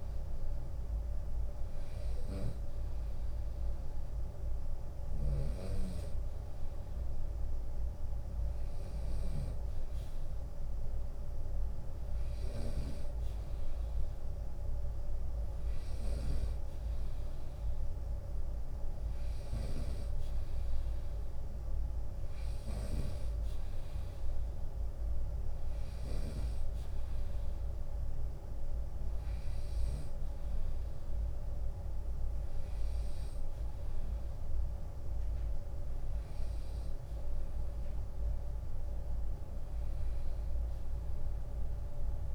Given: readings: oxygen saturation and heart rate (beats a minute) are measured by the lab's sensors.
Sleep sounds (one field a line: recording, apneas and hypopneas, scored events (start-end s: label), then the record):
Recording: breathing in sleep by a room microphone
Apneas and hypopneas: none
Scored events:
4.00-12.00 s: snoring (device-marked)
15.50-17.50 s: long interval between heartbeats (device-marked, heart rate 77 before, 76 extreme)
22.00-23.00 s: drop in pulse transit time (device-marked, heart rate 75 before, 66 extreme)
26.50-28.50 s: long interval between heartbeats (device-marked, heart rate 76 before, 86 extreme)
From the record:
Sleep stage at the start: N2 (light sleep)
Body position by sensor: on the right side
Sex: male